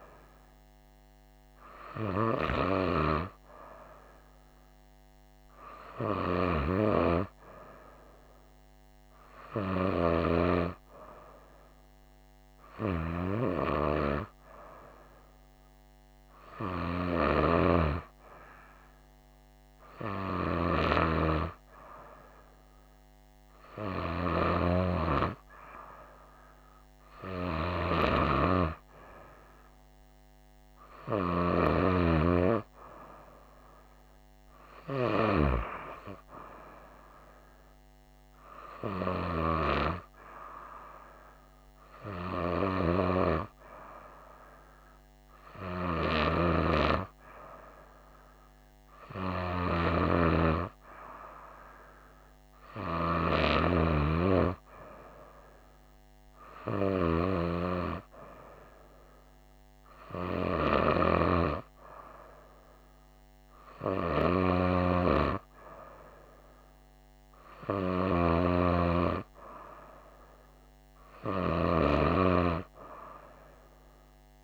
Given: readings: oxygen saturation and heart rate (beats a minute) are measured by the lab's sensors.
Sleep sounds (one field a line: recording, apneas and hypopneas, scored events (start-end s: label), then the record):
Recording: breathing in sleep by a microphone on the trachea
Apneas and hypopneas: none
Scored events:
none scored
From the record:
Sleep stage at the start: N2 (light sleep)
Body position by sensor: on the right side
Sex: female